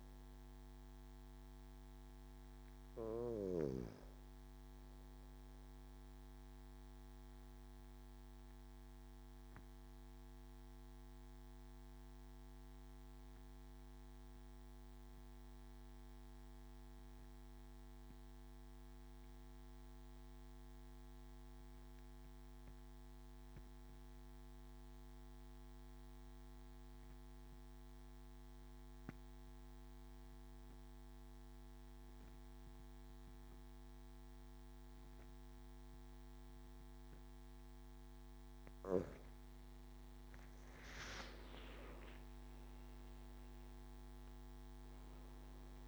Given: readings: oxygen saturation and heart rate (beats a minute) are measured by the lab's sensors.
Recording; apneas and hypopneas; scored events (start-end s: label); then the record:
breathing in sleep by a microphone on the trachea; 1
9.00-37.50 s: obstructive apnea (oxygen 98% before, 91% lowest)
24.50-45.88 s: oxygen desaturation (device-marked, oxygen 97% before, 91% lowest)
39.50-42.50 s: arousal
From the record:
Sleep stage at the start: N1 (lightest sleep); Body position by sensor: on the back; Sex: male